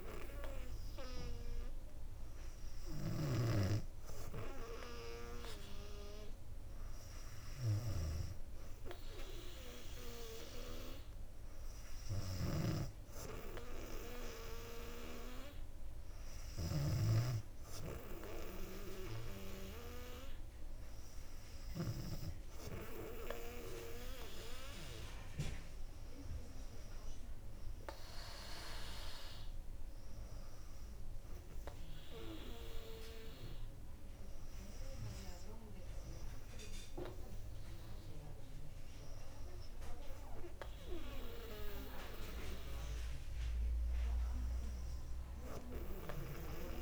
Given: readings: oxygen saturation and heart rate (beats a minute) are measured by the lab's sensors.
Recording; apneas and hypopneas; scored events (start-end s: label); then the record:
breathing in sleep by a room microphone; none
12.50-17.00 s: snoring (device-marked)
From the record:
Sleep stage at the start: N2 (light sleep); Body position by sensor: on the back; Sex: female